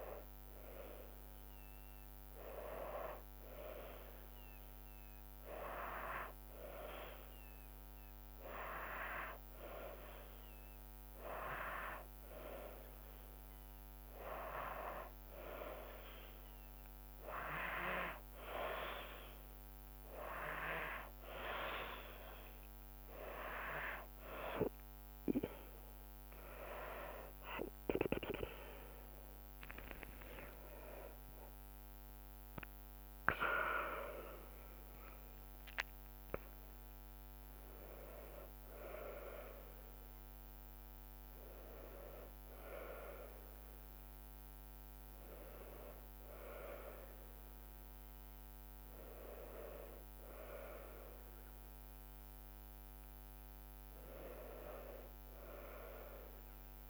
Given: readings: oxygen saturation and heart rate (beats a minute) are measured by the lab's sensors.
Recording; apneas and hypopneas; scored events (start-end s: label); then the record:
breathing in sleep by a microphone on the trachea; none
29.00-43.00 s: drop in pulse transit time (device-marked, heart rate 78 before, 79 extreme)
30.00-35.00 s: arousal
31.00-33.00 s: tachycardia (device-marked, heart rate 81 before, 99 extreme)
From the record:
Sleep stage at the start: N2 (light sleep); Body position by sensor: on the back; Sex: female